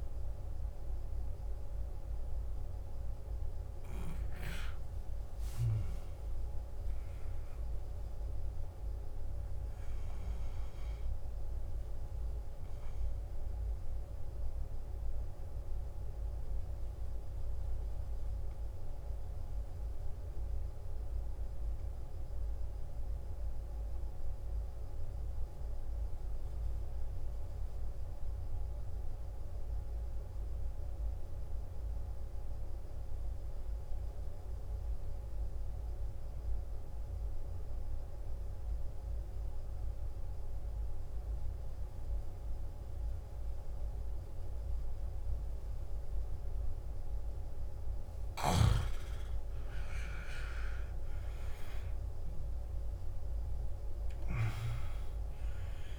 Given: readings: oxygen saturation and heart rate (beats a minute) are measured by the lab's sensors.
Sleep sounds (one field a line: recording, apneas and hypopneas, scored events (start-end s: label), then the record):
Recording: breathing in sleep, hard to hear, by a room microphone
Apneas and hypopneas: 1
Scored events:
0.00-23.00 s: oxygen desaturation (device-marked, oxygen 89% lowest, heart rate 53 extreme)
13.50-47.00 s: obstructive apnea (oxygen 95% before, 89% lowest, heart rate 65 before, 53 extreme, up 14 after)
39.00-55.99 s: oxygen desaturation (device-marked, oxygen 98% before, 89% lowest, heart rate 54 before, 53 extreme)
49.00-52.00 s: arousal
From the record:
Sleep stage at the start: N2 (light sleep)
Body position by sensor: on the back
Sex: male